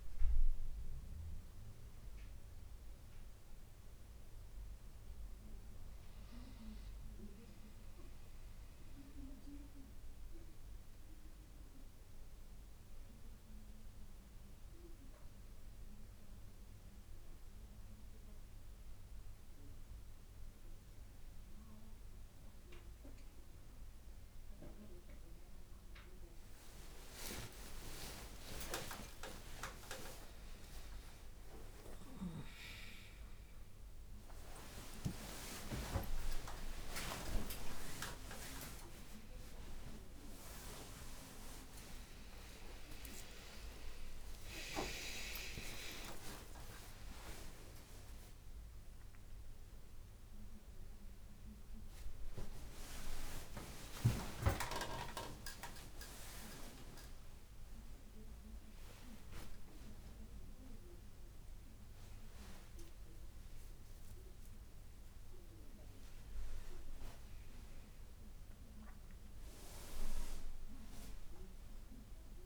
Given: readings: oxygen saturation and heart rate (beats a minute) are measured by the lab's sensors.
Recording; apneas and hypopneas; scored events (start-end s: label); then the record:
a person awake in a sleep study, by a room microphone; none
25.00-72.46 s: new sleep stage, awake
From the record:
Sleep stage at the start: N1 (lightest sleep); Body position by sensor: on the right side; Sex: female